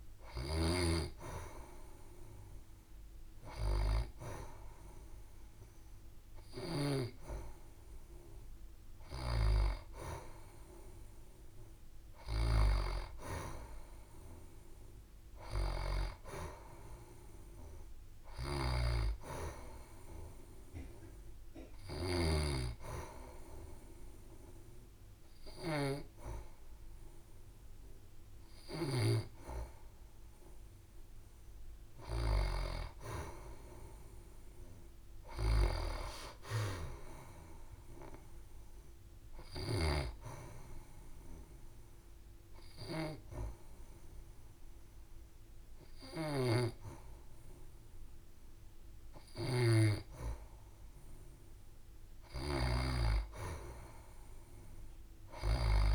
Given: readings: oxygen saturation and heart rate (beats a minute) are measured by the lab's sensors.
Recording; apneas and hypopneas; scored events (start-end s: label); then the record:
breathing in sleep by a room microphone; 1
32.00-35.50 s: arousal
40.50-50.50 s: obstructive apnea (oxygen 93% before, 89% lowest, heart rate 71 before, 66 extreme, up 3 after)
54.00-55.95 s: arousal
From the record:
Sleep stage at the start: N2 (light sleep); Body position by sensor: on the back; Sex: female